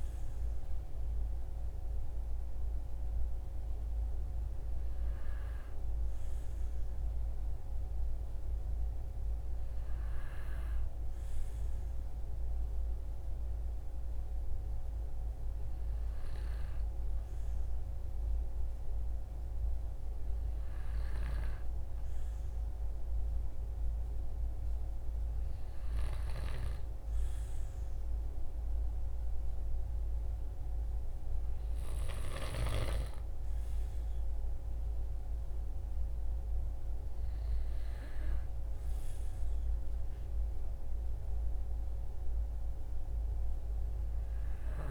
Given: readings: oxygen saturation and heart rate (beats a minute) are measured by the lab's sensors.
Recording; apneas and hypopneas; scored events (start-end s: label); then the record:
breathing in sleep, hard to hear, by a room microphone; none
none scored
From the record:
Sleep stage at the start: N2 (light sleep); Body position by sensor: on the back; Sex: male